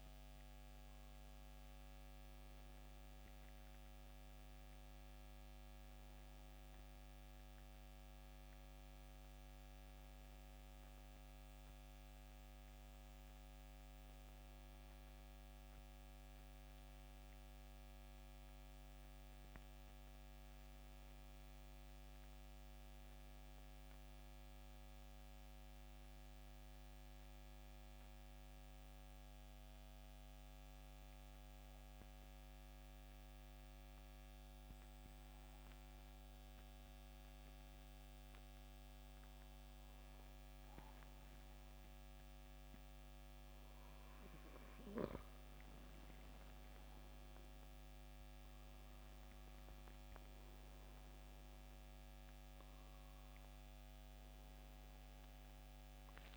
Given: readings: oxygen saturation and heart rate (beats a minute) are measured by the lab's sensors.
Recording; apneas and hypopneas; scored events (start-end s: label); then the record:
breathing in sleep, hard to hear, by a microphone on the trachea; 1
0.00-14.00 s: oxygen desaturation (device-marked, oxygen 88% lowest, heart rate 68 extreme)
15.00-56.37 s: new sleep stage, N2 (light sleep)
24.00-27.50 s: arousal
31.00-45.00 s: hypopnea (oxygen 97% before, 89% lowest, heart rate 73 before, 68 extreme, up 12 after)
45.00-56.37 s: oxygen desaturation (device-marked, oxygen 96% before, 89% lowest, heart rate 70 before, 66 extreme)
45.50-49.50 s: arousal
From the record:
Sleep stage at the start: N1 (lightest sleep); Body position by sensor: on the back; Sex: male